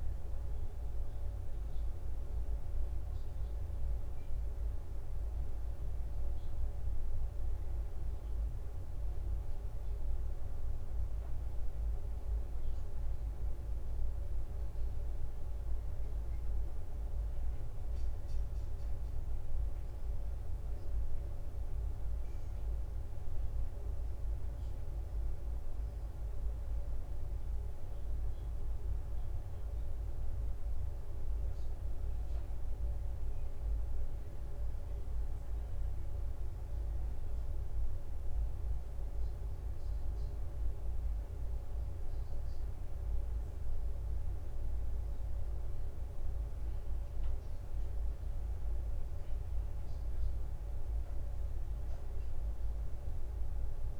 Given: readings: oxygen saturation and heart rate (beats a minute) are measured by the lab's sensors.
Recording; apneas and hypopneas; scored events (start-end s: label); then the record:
a person awake in a sleep study, hard to hear, by a room microphone; none
0.00-5.50 s: drop in pulse transit time (device-marked, heart rate 60 extreme)
51.50-54.00 s: new sleep stage, N1 (lightest sleep)
From the record:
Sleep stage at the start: awake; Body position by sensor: on the back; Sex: female